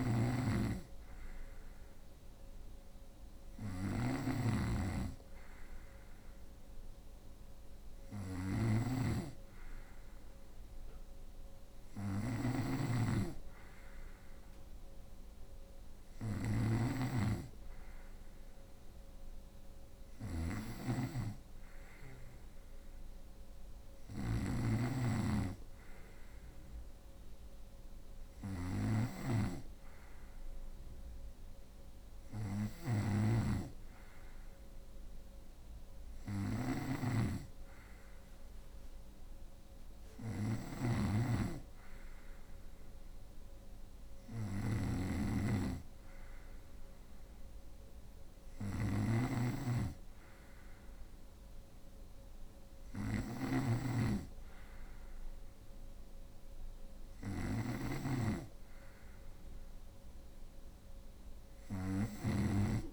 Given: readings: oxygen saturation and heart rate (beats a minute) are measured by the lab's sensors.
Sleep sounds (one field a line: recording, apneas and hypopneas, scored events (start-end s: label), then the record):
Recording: breathing in sleep by a room microphone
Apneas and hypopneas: none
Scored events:
0.00-62.93 s: snoring (device-marked)
From the record:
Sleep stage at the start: N2 (light sleep)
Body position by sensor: on the right side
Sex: female